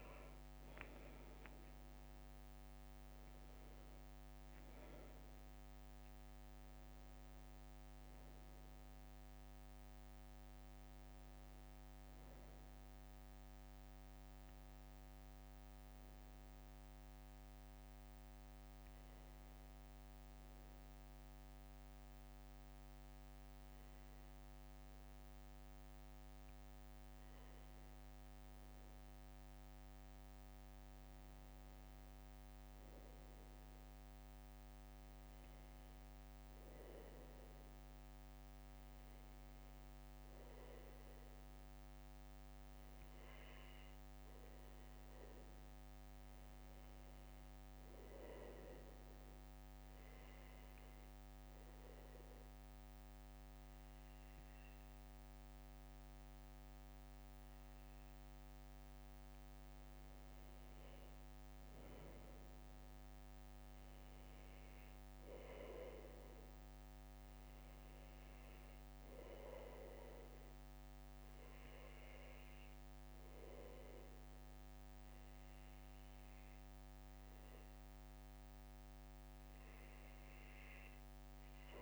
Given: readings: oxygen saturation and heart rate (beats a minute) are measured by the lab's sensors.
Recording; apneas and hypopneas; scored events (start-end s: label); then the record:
breathing in sleep, hard to hear, by a microphone on the trachea; 2
0.00-6.00 s: oxygen desaturation (device-marked, oxygen 93% lowest, heart rate 65 extreme)
7.00-37.00 s: new sleep stage, N1 (lightest sleep)
10.00-11.50 s: leg movement (device-marked)
12.00-15.50 s: arousal
18.50-30.00 s: obstructive apnea (oxygen 96% before, 94% lowest, heart rate 70 before, 65 extreme, up 2 after)
20.50-23.00 s: leg movement (device-marked)
32.00-36.50 s: arousal
37.00-81.82 s: new sleep stage, N2 (light sleep)
44.50-46.50 s: leg movement (device-marked)
48.00-59.50 s: obstructive apnea (oxygen 99% before, 92% lowest, heart rate 66 before, 65 extreme, up 3 after)
61.50-63.00 s: leg movement (device-marked)
62.00-65.50 s: arousal
From the record:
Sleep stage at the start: N2 (light sleep); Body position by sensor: on the back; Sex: male